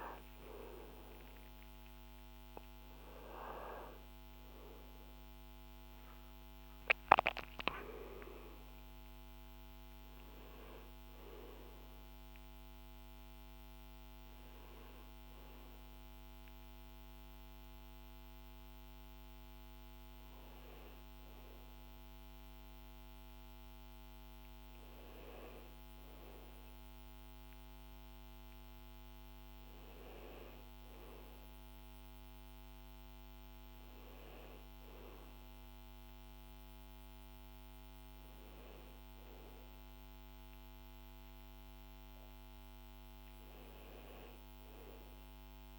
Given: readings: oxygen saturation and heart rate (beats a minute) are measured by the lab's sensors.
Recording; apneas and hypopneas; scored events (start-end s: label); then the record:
breathing in sleep by a microphone on the trachea; none
none scored
From the record:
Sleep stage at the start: N1 (lightest sleep); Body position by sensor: on the back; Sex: male